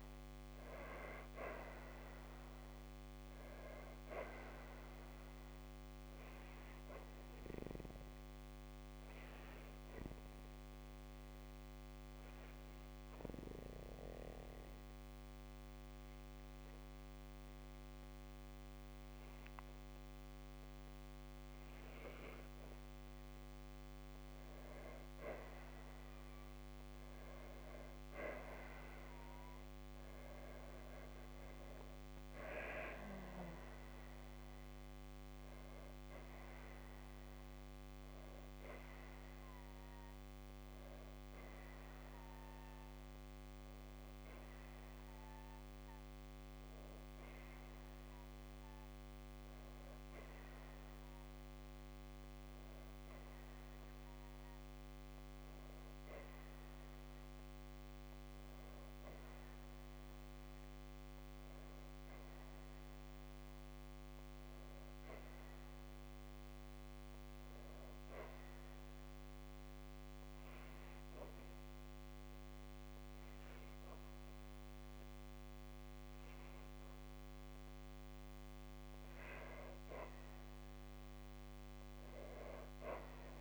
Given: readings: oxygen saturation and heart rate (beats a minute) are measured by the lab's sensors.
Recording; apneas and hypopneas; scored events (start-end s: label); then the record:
breathing in sleep, hard to hear, by a microphone on the trachea; 2
0.00-21.50 s: oxygen desaturation (device-marked, oxygen 92% lowest, heart rate 54 extreme)
9.00-21.00 s: obstructive apnea (oxygen 97% before, 92% lowest, heart rate 56 before, 54 extreme, up 5 after)
24.50-28.00 s: arousal
52.00-56.00 s: arousal
58.50-71.50 s: oxygen desaturation (device-marked, oxygen 96% before, 92% lowest, heart rate 56 before, 54 extreme)
66.00-78.50 s: hypopnea (oxygen 96% before, 92% lowest, heart rate 55 before, 54 extreme, up 2 after)
From the record:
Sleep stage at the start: N2 (light sleep); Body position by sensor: on the back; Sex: female